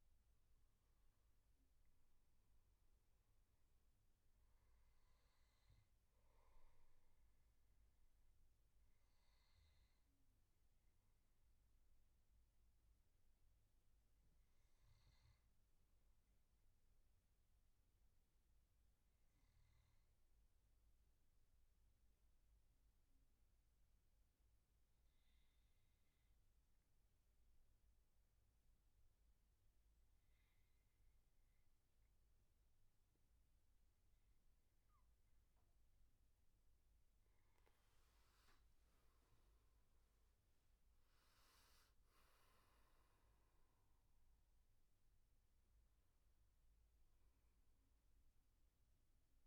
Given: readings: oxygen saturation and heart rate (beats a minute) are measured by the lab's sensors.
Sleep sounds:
breathing in sleep, hard to hear, by a room microphone; 1
0.00-13.50 s: oxygen desaturation (device-marked, oxygen 94% lowest, heart rate 70 extreme)
20.00-36.50 s: hypopnea (oxygen 99% before, 88% lowest, heart rate 74 before, 67 extreme, up 12 after)
33.50-49.47 s: oxygen desaturation (device-marked, oxygen 97% before, 93% lowest, heart rate 73 before, 67 extreme)
38.00-42.00 s: arousal
From the record:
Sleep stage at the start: N2 (light sleep); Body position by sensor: on the back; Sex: male

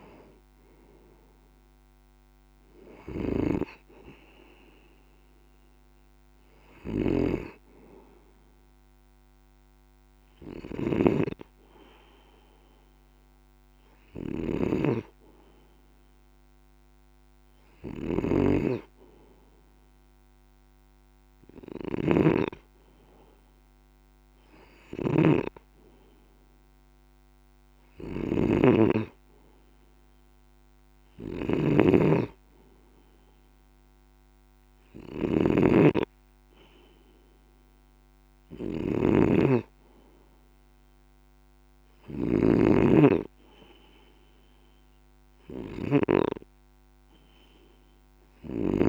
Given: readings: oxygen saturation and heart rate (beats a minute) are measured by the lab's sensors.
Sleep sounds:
breathing in sleep by a microphone on the trachea; none
6.50-48.89 s: snoring (device-marked)
From the record:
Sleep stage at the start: N2 (light sleep); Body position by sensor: on the left side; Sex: male

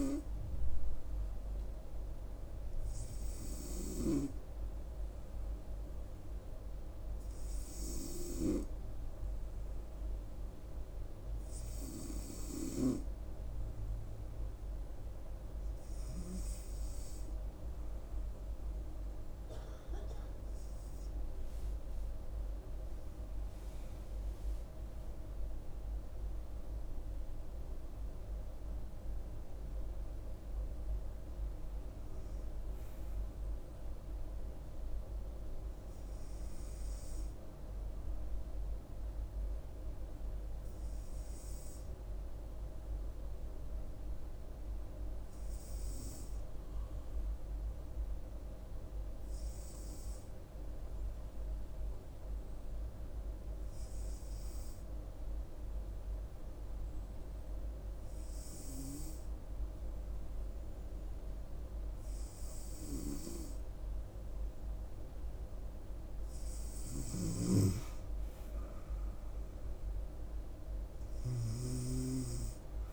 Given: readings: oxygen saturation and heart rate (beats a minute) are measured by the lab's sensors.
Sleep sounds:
breathing in sleep by a room microphone; 1
23.00-27.50 s: arousal
41.00-65.00 s: hypopnea (oxygen 97% before, 95% lowest, heart rate 72 before, 66 extreme, up 7 after)
66.50-70.50 s: arousal
67.00-71.50 s: snoring (device-marked)
From the record:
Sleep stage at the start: N2 (light sleep); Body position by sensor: on the right side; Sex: female

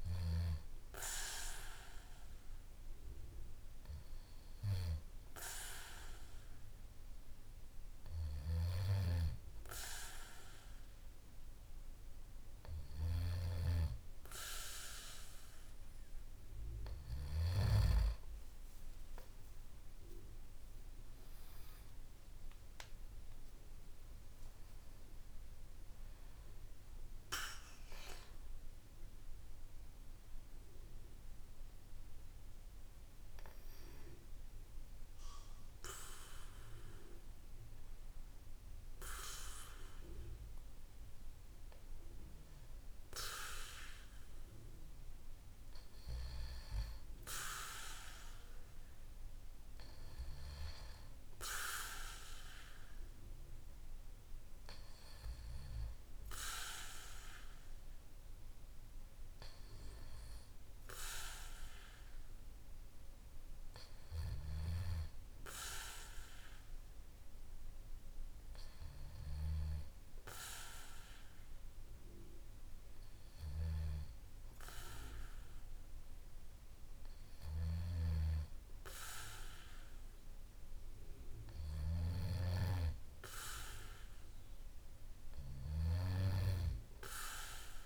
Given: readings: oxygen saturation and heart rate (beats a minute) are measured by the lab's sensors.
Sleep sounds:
a person awake in a sleep study, by a room microphone; none
14.00-87.86 s: new sleep stage, awake
From the record:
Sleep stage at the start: N2 (light sleep); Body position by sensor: on the back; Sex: male

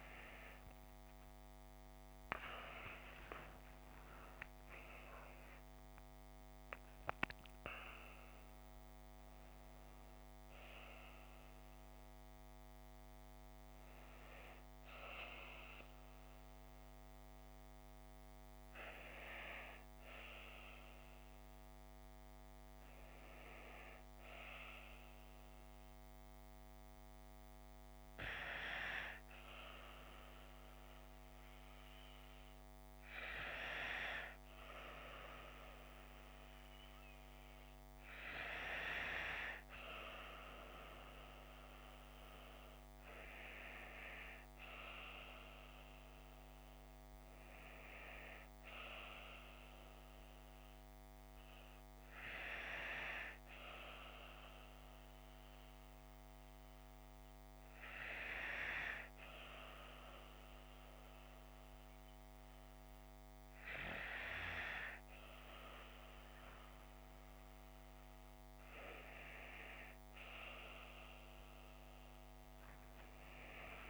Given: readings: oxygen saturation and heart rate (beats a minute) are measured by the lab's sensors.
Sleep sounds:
breathing in sleep by a microphone on the trachea; 1
0.00-3.00 s: arousal
27.00-73.90 s: new sleep stage, N2 (light sleep)
44.50-48.50 s: arousal
55.50-68.50 s: hypopnea (oxygen 96% before, 93% lowest)
From the record:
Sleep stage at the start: N1 (lightest sleep); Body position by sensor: on the left side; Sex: female

